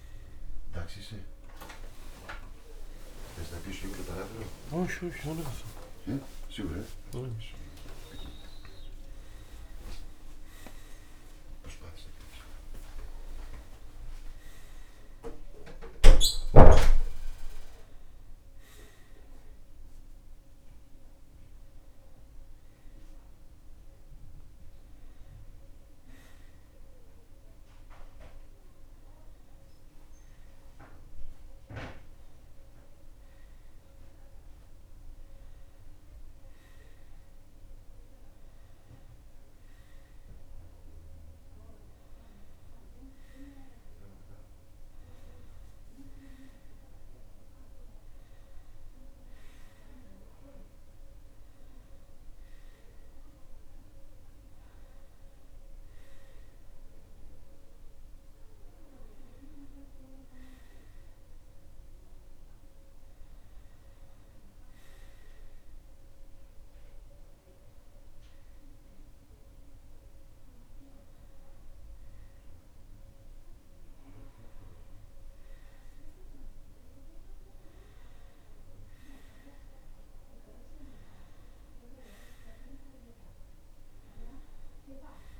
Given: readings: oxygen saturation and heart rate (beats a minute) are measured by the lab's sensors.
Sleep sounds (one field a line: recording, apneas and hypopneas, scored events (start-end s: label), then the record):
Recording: a person awake in a sleep study, by a room microphone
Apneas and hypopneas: none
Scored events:
60.00-85.40 s: new sleep stage, N1 (lightest sleep)
From the record:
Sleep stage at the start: awake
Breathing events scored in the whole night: 128 in 3.2 hours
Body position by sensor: on the right side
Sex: male